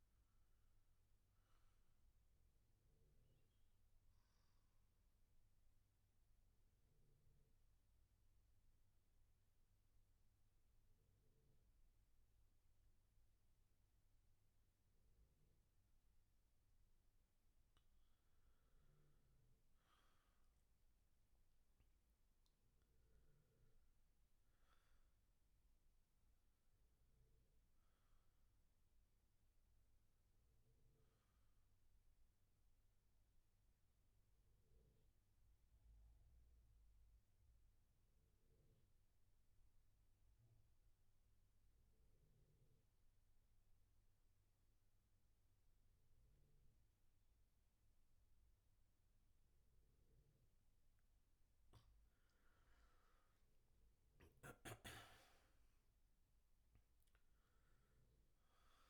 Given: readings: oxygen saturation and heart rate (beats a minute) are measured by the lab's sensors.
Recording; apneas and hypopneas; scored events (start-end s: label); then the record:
breathing in sleep, hard to hear, by a room microphone; 2
0.00-10.00 s: oxygen desaturation (device-marked, oxygen 91% lowest, heart rate 67 extreme)
5.00-18.00 s: obstructive apnea (oxygen 97% before, 83% lowest, heart rate 68 before, 67 extreme, up 9 after)
20.00-38.00 s: oxygen desaturation (device-marked, oxygen 96% before, 89% lowest, heart rate 70 before, 62 extreme)
20.50-24.00 s: arousal
33.50-51.50 s: obstructive apnea (oxygen 96% before, 83% lowest, heart rate 73 before, 62 extreme, up 6 after)
52.00-58.90 s: oxygen desaturation (device-marked, oxygen 97% before, 83% lowest, heart rate 69 before, 60 extreme)
53.50-57.00 s: arousal
From the record:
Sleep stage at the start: N2 (light sleep); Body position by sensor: on the back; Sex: male